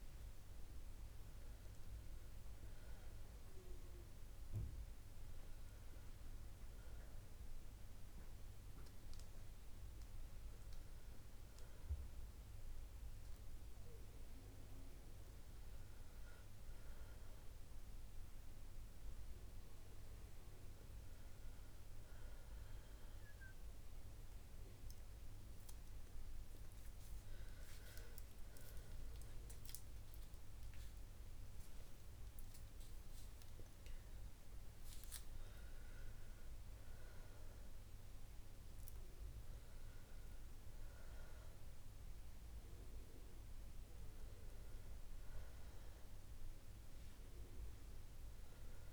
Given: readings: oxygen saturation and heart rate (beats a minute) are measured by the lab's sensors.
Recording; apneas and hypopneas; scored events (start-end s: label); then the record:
breathing in sleep, hard to hear, by a room microphone; none
none scored
From the record:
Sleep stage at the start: N2 (light sleep); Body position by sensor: on the right side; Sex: female